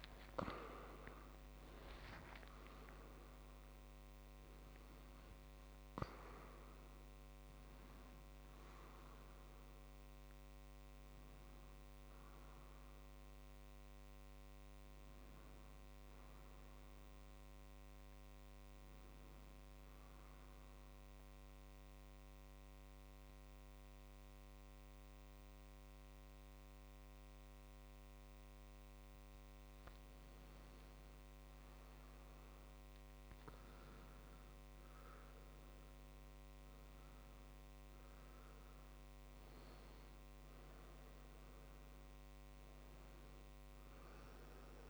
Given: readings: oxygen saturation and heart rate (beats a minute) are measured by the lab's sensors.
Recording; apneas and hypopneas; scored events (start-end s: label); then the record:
breathing in sleep, hard to hear, by a microphone on the trachea; 1
0.00-2.00 s: tachycardia (device-marked, heart rate 184 extreme)
14.00-17.50 s: arousal
19.50-30.00 s: mixed apnea (oxygen 100% before, 93% lowest, heart rate 90 before, 56 extreme, up 7 after)
34.00-38.50 s: arousal
34.00-44.90 s: oxygen desaturation (device-marked, oxygen 100% before, 93% lowest, heart rate 60 before, 56 extreme)
From the record:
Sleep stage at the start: N2 (light sleep); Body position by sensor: on the back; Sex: male